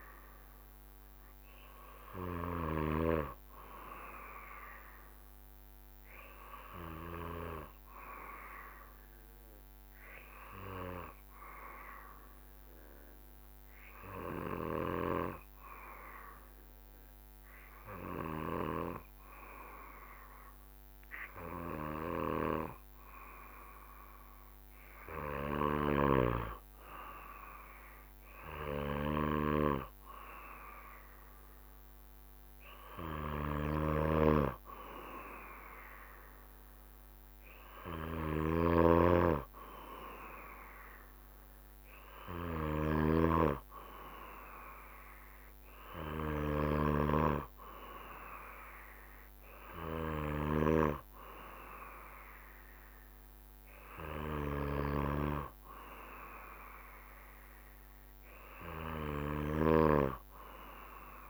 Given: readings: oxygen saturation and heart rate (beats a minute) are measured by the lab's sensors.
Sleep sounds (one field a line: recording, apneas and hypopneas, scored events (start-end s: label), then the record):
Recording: breathing in sleep by a microphone on the trachea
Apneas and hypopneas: 1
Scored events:
8.50-24.50 s: obstructive apnea (oxygen 96% before, 95% lowest, heart rate 67 before, 64 extreme, up 2 after)
28.00-31.50 s: arousal
38.00-43.50 s: snoring (device-marked)
From the record:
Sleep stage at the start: N2 (light sleep)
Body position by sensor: on the back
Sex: male